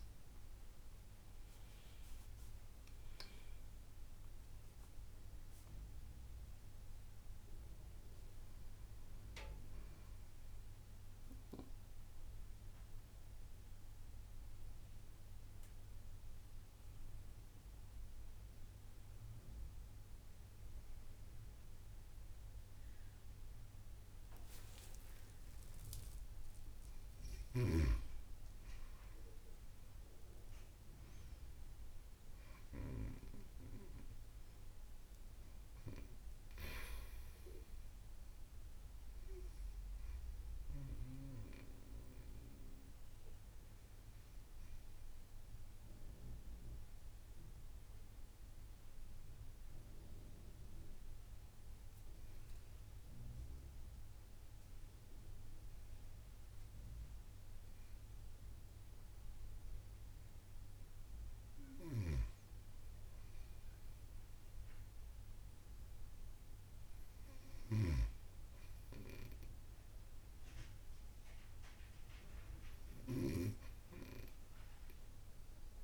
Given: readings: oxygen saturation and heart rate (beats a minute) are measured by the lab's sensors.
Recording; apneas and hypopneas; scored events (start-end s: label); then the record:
breathing in sleep by a room microphone; 2
4.00-6.00 s: long interval between heartbeats (device-marked)
5.00-9.50 s: arousal
7.50-9.50 s: long interval between heartbeats (device-marked)
13.00-25.50 s: central apnea (oxygen 95% before, 93% lowest)
24.00-26.00 s: long interval between heartbeats (device-marked)
30.00-34.50 s: arousal
30.50-32.50 s: long interval between heartbeats (device-marked)
35.50-37.50 s: long interval between heartbeats (device-marked)
44.00-61.00 s: mixed apnea (oxygen 96% before, 93% lowest)
60.00-62.00 s: long interval between heartbeats (device-marked)
64.00-67.50 s: arousal
65.00-67.00 s: long interval between heartbeats (device-marked)
From the record:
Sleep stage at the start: N2 (light sleep); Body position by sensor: on the right side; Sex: female